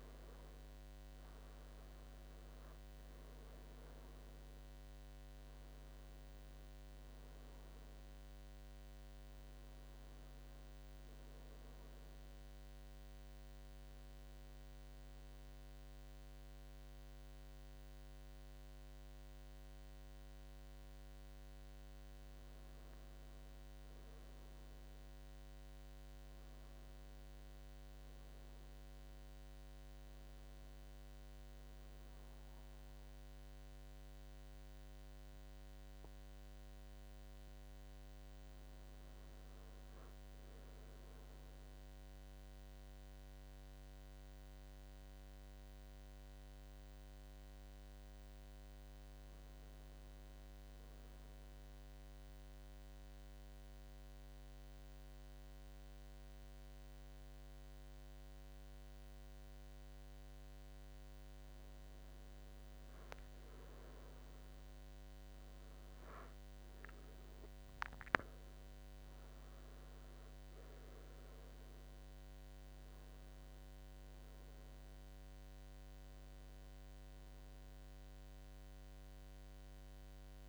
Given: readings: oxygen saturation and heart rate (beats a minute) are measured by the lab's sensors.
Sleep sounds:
breathing in sleep, hard to hear, by a microphone on the trachea; 1
30.00-80.49 s: new sleep stage, N2 (light sleep)
51.50-62.00 s: central apnea (oxygen 99% before, 93% lowest, heart rate 75 before, 73 extreme, up 11 after)
63.50-68.50 s: arousal
70.00-80.49 s: oxygen desaturation (device-marked, oxygen 97% before, 93% lowest, heart rate 78 before, 72 extreme)
From the record:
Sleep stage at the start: N1 (lightest sleep); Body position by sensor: on the right side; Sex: male

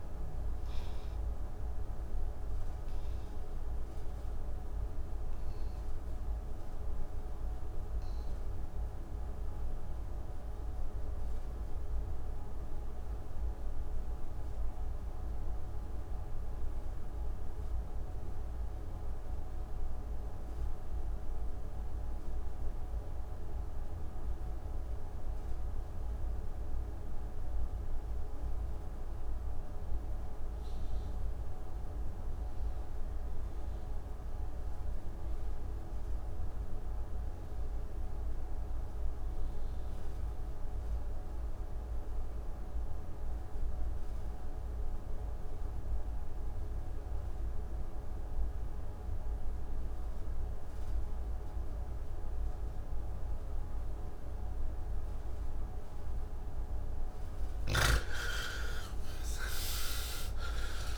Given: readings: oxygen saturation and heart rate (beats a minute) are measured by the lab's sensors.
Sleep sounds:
breathing in sleep, hard to hear, by a room microphone; 1
0.00-16.50 s: oxygen desaturation (device-marked, oxygen 77% lowest, heart rate 40 extreme)
1.00-56.50 s: obstructive apnea (oxygen 98% before, 67% lowest, heart rate 128 before, 40 extreme)
21.50-60.98 s: oxygen desaturation (device-marked, oxygen 97% before, 67% lowest, heart rate 99 before, 51 extreme)
From the record:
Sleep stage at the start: N3 (deep sleep); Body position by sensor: on the back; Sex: male

